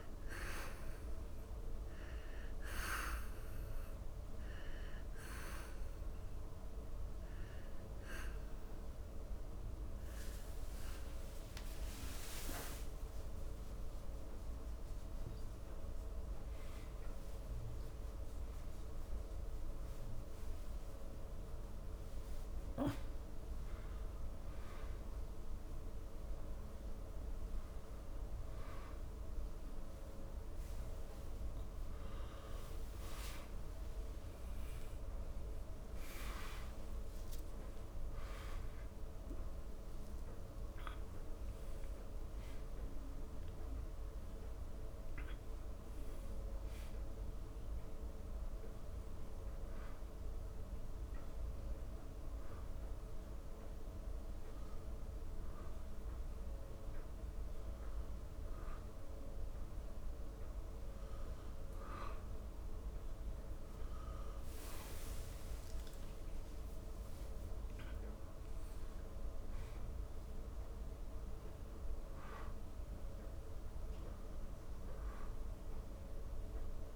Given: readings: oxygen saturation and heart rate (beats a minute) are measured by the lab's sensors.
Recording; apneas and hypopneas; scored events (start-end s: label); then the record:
a person partly awake in a sleep study, hard to hear, by a room microphone; 1
0.00-27.00 s: oxygen desaturation (device-marked, oxygen 90% lowest, heart rate 39 extreme)
11.50-13.50 s: long interval between heartbeats (device-marked, heart rate 82 before, 94 extreme)
14.00-44.00 s: new sleep stage, awake
34.00-36.00 s: long interval between heartbeats (device-marked, heart rate 97 before, 105 extreme)
36.00-38.00 s: long interval between heartbeats (device-marked, heart rate 98 before, 110 extreme)
44.00-74.00 s: new sleep stage, N1 (lightest sleep)
51.50-63.50 s: hypopnea (oxygen 99% before, 94% lowest, heart rate 86 before, 81 extreme, up 7 after)
65.00-68.00 s: arousal
74.00-76.95 s: new sleep stage, N2 (light sleep)
From the record:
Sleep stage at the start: N2 (light sleep); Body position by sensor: on the back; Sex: male